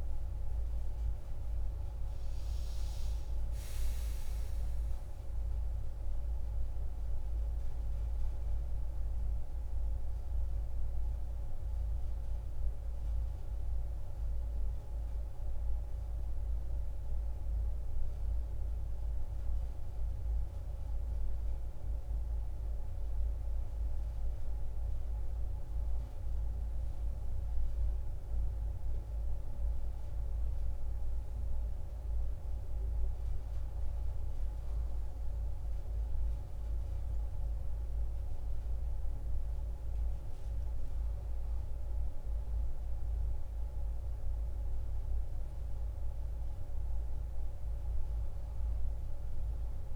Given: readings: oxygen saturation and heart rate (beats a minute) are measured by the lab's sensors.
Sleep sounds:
breathing in sleep, hard to hear, by a room microphone; 1
2.00-20.00 s: oxygen desaturation (device-marked, oxygen 97% before, 94% lowest)
9.00-49.96 s: new sleep stage, N2 (light sleep)
15.00-25.50 s: obstructive apnea (oxygen 98% before, 94% lowest)
27.00-29.50 s: arousal
From the record:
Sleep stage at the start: N1 (lightest sleep); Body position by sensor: on the back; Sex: female

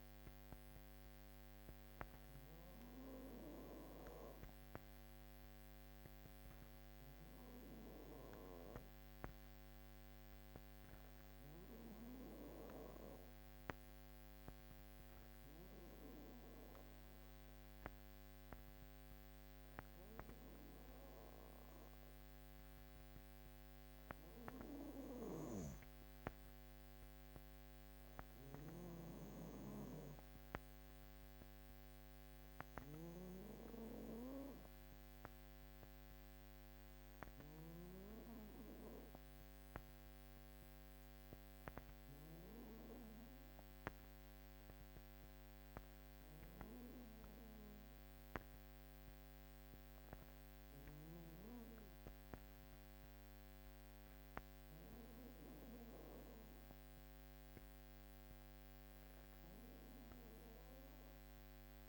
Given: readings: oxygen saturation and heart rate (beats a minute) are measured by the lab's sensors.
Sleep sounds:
breathing in sleep by a microphone on the trachea; 1
7.50-21.50 s: hypopnea (oxygen 96% before, 94% lowest, heart rate 55 before, 52 extreme, up 3 after)
24.00-30.00 s: arousal
24.50-42.00 s: snoring (device-marked)
From the record:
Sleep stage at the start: N2 (light sleep); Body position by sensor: on the back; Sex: female

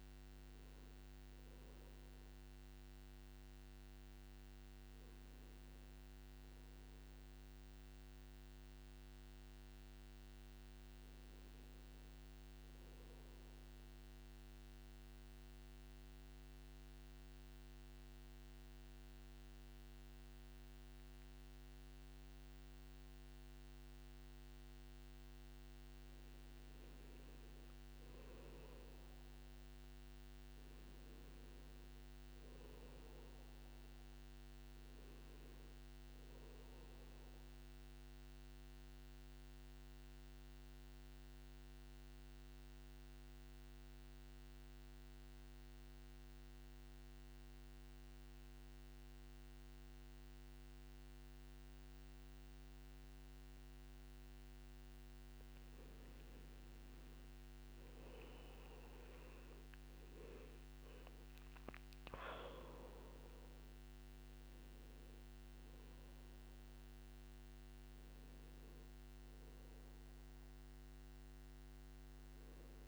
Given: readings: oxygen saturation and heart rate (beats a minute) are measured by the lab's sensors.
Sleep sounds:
breathing in sleep, hard to hear, by a microphone on the trachea; 2
0.00-20.00 s: oxygen desaturation (device-marked, oxygen 94% lowest, heart rate 53 extreme)
14.50-27.00 s: central apnea (oxygen 99% before, 91% lowest, heart rate 69 before, 53 extreme, up 13 after)
28.00-31.50 s: arousal
35.00-41.00 s: oxygen desaturation (device-marked, oxygen 99% before, 94% lowest, heart rate 60 before, 53 extreme)
38.00-56.00 s: central apnea (oxygen 100% before, 91% lowest, heart rate 60 before, 53 extreme, up 26 after)
43.00-49.00 s: oxygen desaturation (device-marked, oxygen 98% before, 94% lowest, heart rate 61 before, 55 extreme)
57.00-59.00 s: long interval between heartbeats (device-marked, heart rate 57 before, 69 extreme)
58.00-72.87 s: oxygen desaturation (device-marked, oxygen 98% before, 91% lowest, heart rate 57 before, 54 extreme)
58.50-62.50 s: arousal
From the record:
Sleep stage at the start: N2 (light sleep); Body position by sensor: on the back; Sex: male

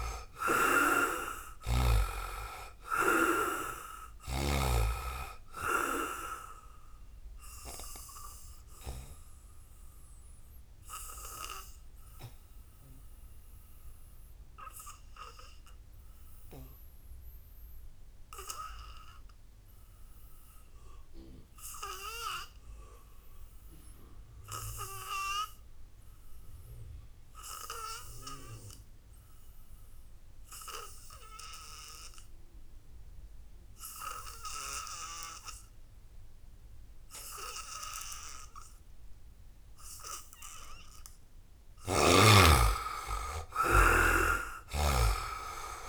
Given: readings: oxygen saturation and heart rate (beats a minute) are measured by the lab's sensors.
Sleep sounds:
breathing in sleep by a room microphone; 1
0.00-1.00 s: arousal
0.00-1.50 s: snoring (device-marked)
0.00-18.50 s: oxygen desaturation (device-marked, oxygen 71% lowest, heart rate 63 extreme)
7.00-37.50 s: obstructive apnea (oxygen 98% before, 71% lowest, heart rate 72 before, 63 extreme, up 0 after)
20.50-45.89 s: oxygen desaturation (device-marked, oxygen 99% before, 72% lowest, heart rate 80 before, 61 extreme)
40.00-44.00 s: arousal
44.00-45.89 s: snoring (device-marked)
From the record:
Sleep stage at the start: N2 (light sleep); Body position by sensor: on the back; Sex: male

